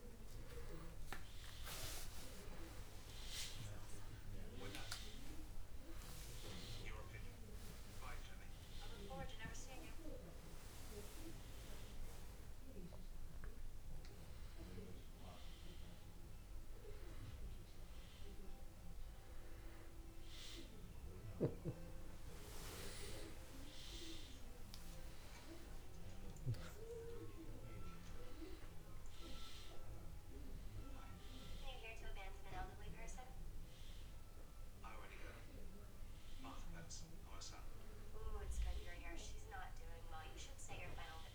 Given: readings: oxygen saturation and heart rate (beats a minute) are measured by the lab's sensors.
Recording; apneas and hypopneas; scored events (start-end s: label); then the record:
a person awake in a sleep study, by a room microphone; none
11.00-41.00 s: new sleep stage, awake
41.00-41.35 s: new sleep stage, N1 (lightest sleep)
From the record:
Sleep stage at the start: N1 (lightest sleep); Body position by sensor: on the back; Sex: male